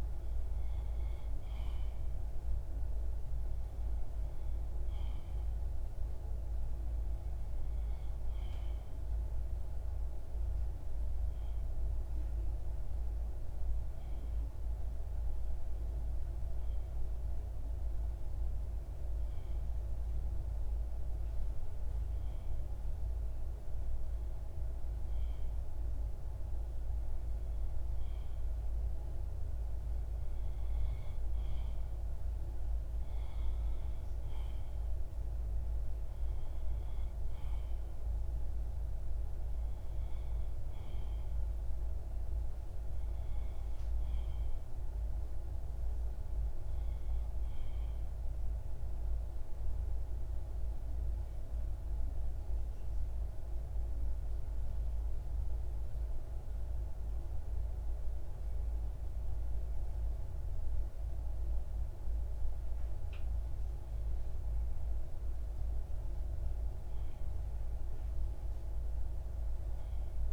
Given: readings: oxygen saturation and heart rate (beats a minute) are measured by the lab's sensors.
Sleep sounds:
breathing in sleep, hard to hear, by a room microphone; 1
51.00-63.50 s: hypopnea (oxygen 95% before, 93% lowest)
66.00-70.33 s: arousal
From the record:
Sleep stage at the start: REM sleep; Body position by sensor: on the left side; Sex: male

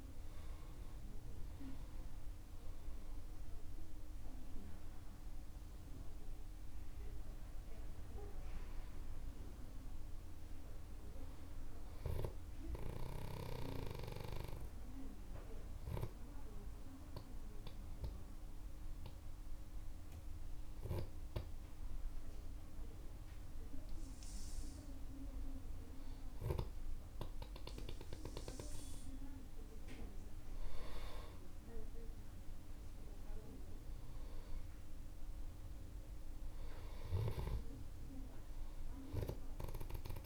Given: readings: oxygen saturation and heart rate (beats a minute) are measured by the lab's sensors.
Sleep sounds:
breathing in sleep by a room microphone; 1
0.00-2.50 s: arousal
13.00-26.50 s: hypopnea (oxygen 97% before, 94% lowest, heart rate 59 before, 49 extreme, up 9 after)
27.00-35.00 s: oxygen desaturation (device-marked, oxygen 97% before, 94% lowest, heart rate 53 before, 49 extreme)
30.00-35.00 s: arousal
From the record:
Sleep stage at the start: N2 (light sleep); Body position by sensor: on the back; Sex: male

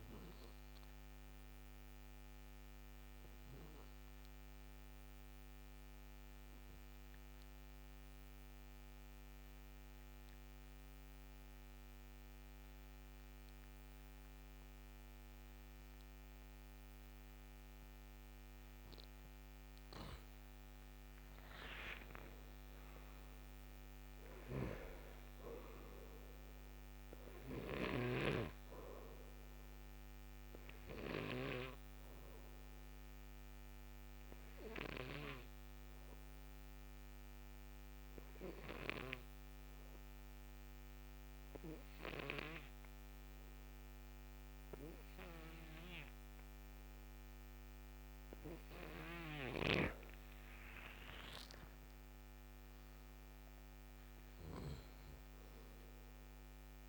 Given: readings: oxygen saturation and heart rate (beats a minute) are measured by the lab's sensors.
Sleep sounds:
breathing in sleep by a microphone on the trachea; 2
0.00-13.00 s: oxygen desaturation (device-marked, oxygen 91% lowest, heart rate 54 extreme)
4.00-18.00 s: obstructive apnea (oxygen 97% before, 91% lowest, heart rate 66 before, 56 extreme, up 34 after)
20.00-24.00 s: arousal
20.00-47.00 s: oxygen desaturation (device-marked, oxygen 97% before, 91% lowest, heart rate 58 before, 55 extreme)
24.00-28.00 s: snoring (device-marked)
32.50-49.00 s: obstructive apnea (oxygen 97% before, 90% lowest, heart rate 71 before, 55 extreme, up 10 after)
49.00-54.50 s: snoring (device-marked)
51.00-55.00 s: arousal
From the record:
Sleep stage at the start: N2 (light sleep); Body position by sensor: on the right side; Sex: male

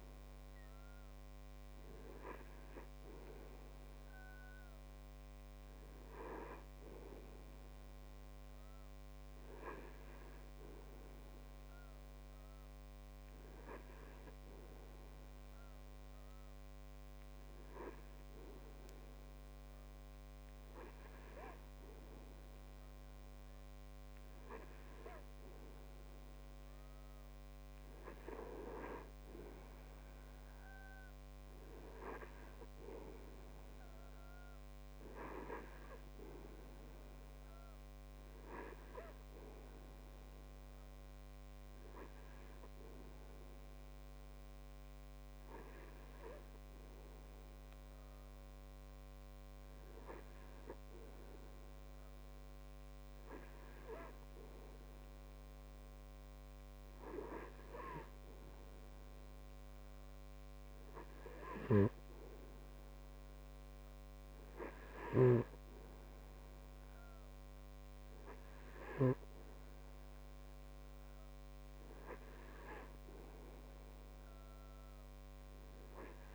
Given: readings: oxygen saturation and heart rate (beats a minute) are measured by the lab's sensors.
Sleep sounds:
breathing in sleep by a microphone on the trachea; none
none scored
From the record:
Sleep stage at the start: N2 (light sleep); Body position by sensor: on the back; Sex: male

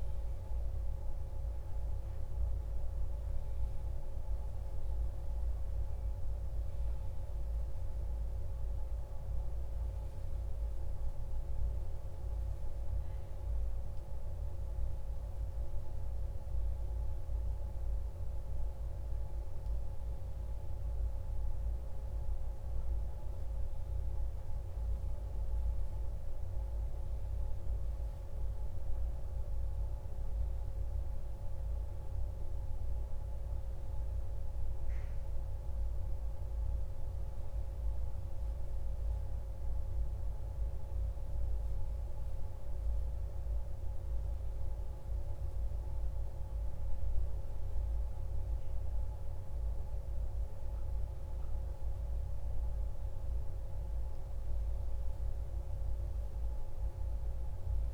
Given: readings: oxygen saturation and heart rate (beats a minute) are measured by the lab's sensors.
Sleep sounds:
breathing in sleep, hard to hear, by a room microphone; none
none scored
From the record:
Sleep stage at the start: N1 (lightest sleep); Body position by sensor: on the back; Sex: male

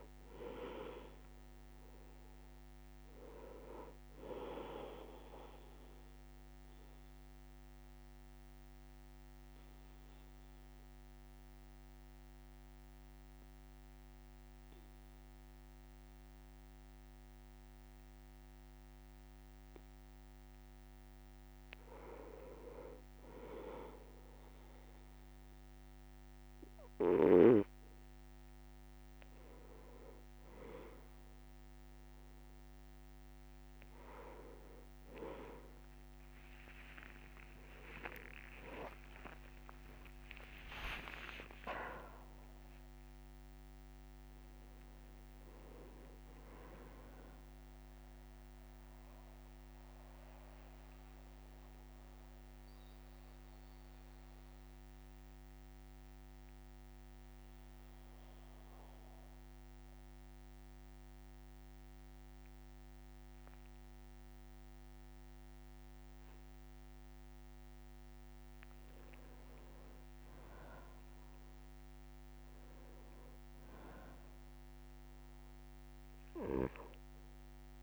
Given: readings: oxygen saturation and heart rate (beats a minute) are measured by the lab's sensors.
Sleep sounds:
breathing in sleep by a microphone on the trachea; 2
0.00-16.50 s: oxygen desaturation (device-marked, oxygen 92% lowest, heart rate 58 extreme)
6.50-22.00 s: obstructive apnea (oxygen 98% before, 92% lowest, heart rate 62 before, 58 extreme, up 4 after)
7.50-15.50 s: bradycardia (device-marked, heart rate 64 before, 58 extreme)
36.00-41.00 s: arousal
39.00-41.00 s: long interval between heartbeats (device-marked, heart rate 63 before, 78 extreme)
41.00-43.00 s: long interval between heartbeats (device-marked, heart rate 65 before, 92 extreme)
48.00-67.00 s: mixed apnea (oxygen 99% before, 92% lowest, heart rate 74 before, 60 extreme, up 4 after)
69.50-74.00 s: arousal
76.50-77.83 s: oxygen desaturation (device-marked, oxygen 99% before, 94% lowest, heart rate 62 before, 60 extreme)
From the record:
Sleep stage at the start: N2 (light sleep); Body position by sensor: on the back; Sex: male

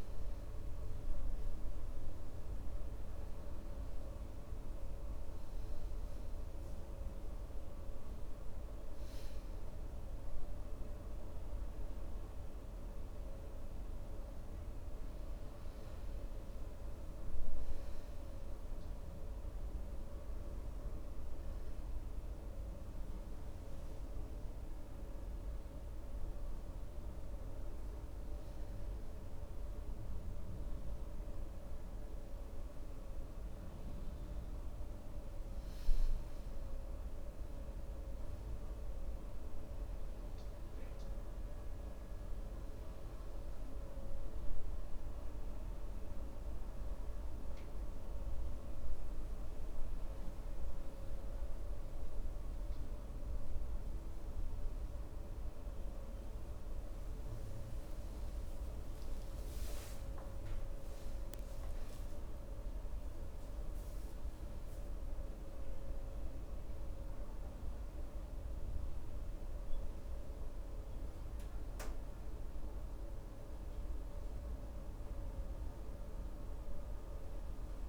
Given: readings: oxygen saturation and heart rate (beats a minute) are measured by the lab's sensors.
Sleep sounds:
breathing in sleep, hard to hear, by a room microphone; 1
30.00-40.00 s: hypopnea (oxygen 97% before, 92% lowest, heart rate 68 before, 66 extreme, up 1 after)
43.50-48.00 s: arousal
46.50-63.50 s: oxygen desaturation (device-marked, oxygen 95% before, 92% lowest, heart rate 67 before, 68 extreme)
From the record:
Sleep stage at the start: N2 (light sleep); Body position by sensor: on the right side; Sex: male

